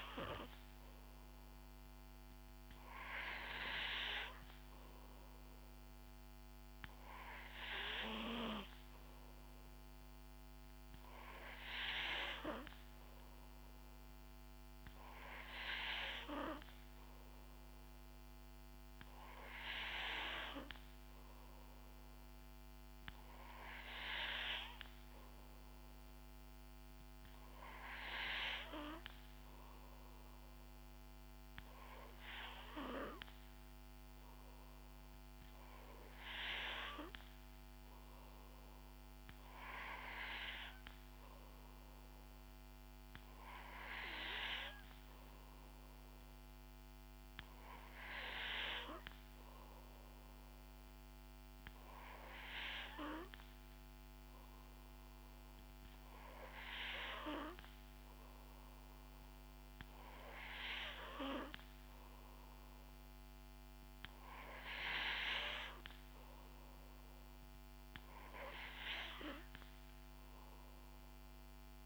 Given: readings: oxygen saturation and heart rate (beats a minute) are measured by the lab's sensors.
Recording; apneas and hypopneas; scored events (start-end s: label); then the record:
breathing in sleep by a microphone on the trachea; none
none scored
From the record:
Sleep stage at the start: N3 (deep sleep); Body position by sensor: on the back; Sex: female